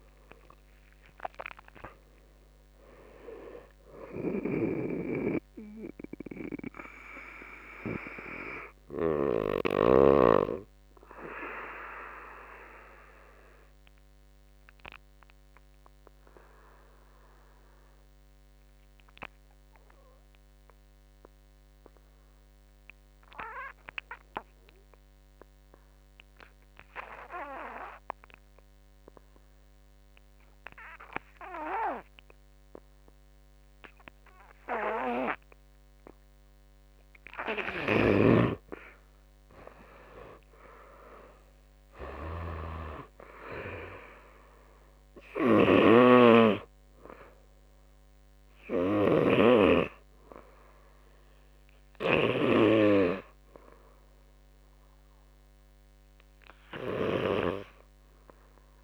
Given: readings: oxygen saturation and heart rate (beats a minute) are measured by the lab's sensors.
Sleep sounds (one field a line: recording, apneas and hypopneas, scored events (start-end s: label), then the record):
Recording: breathing in sleep by a microphone on the trachea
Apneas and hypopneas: 1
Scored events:
0.00-2.50 s: arousal
0.00-10.00 s: drop in pulse transit time (device-marked, heart rate 58 extreme)
6.50-37.00 s: obstructive apnea (oxygen 90% before, 83% lowest, heart rate 71 before, 50 extreme, up 18 after)
31.00-58.84 s: oxygen desaturation (device-marked, oxygen 98% before, 83% lowest, heart rate 55 before, 51 extreme)
37.00-52.00 s: snoring (device-marked)
40.00-43.00 s: arousal
40.00-58.84 s: drop in pulse transit time (device-marked, heart rate 57 before, 59 extreme)
From the record:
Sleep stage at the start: N2 (light sleep)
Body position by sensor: on the back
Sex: male